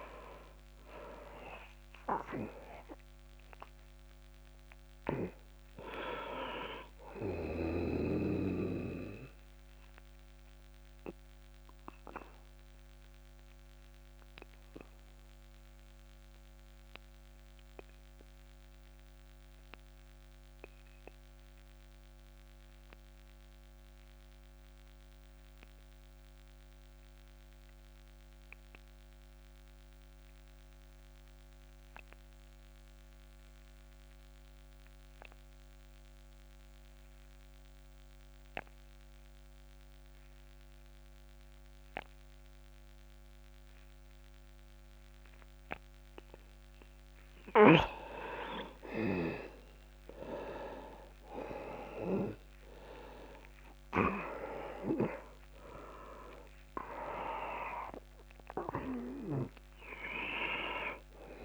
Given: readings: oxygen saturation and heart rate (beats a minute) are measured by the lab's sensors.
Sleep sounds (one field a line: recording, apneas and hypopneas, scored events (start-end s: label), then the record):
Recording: breathing in sleep by a microphone on the trachea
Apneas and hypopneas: 1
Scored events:
0.00-24.00 s: oxygen desaturation (device-marked, oxygen 84% lowest)
10.00-47.00 s: obstructive apnea (oxygen 99% before, 84% lowest)
45.00-61.45 s: oxygen desaturation (device-marked, oxygen 98% before, 84% lowest)
50.50-55.00 s: arousal
From the record:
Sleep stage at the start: N2 (light sleep)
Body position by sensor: on the back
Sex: male